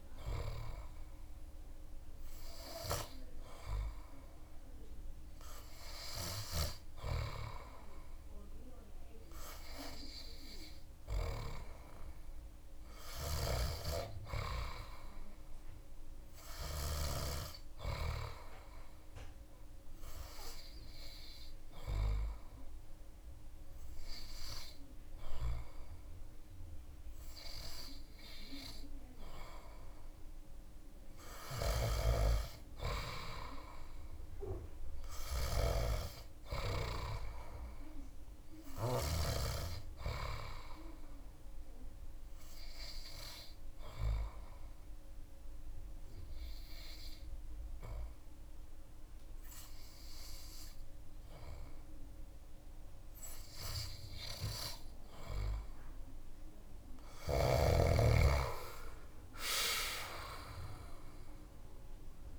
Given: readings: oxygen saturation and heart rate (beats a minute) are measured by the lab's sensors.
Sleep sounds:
breathing in sleep by a room microphone; 2
14.00-16.50 s: arousal
19.50-30.50 s: obstructive apnea (oxygen 99% before, 95% lowest)
31.50-35.50 s: arousal
31.50-62.39 s: new sleep stage, N2 (light sleep)
41.00-55.50 s: obstructive apnea (oxygen 98% before, 95% lowest)
58.00-61.00 s: arousal
From the record:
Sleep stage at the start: N3 (deep sleep); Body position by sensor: on the back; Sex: male

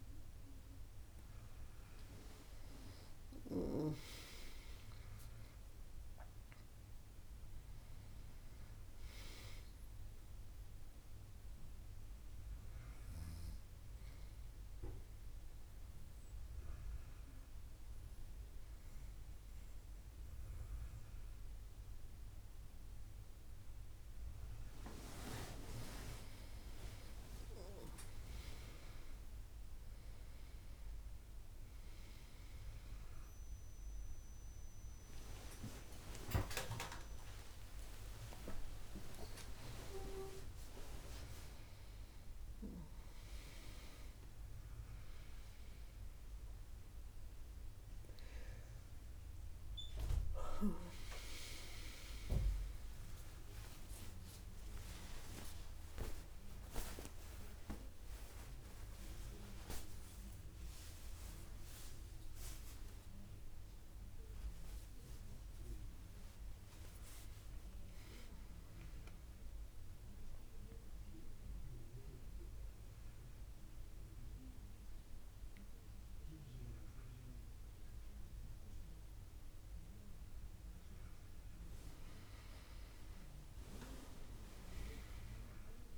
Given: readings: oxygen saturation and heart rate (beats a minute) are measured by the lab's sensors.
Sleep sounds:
a person partly awake in a sleep study, by a room microphone; 2
7.00-27.00 s: oxygen desaturation (device-marked, oxygen 97% before, 93% lowest, heart rate 71 before, 64 extreme)
12.00-25.50 s: obstructive apnea (oxygen 97% before, 93% lowest, heart rate 72 before, 65 extreme, up 24 after)
35.00-65.00 s: new sleep stage, awake
65.00-85.98 s: new sleep stage, N1 (lightest sleep)
70.00-81.00 s: mixed apnea (oxygen 98% before, 96% lowest, heart rate 117 before, 70 extreme, up 8 after)
83.00-85.98 s: arousal
From the record:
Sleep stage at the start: N2 (light sleep); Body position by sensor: on the back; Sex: female

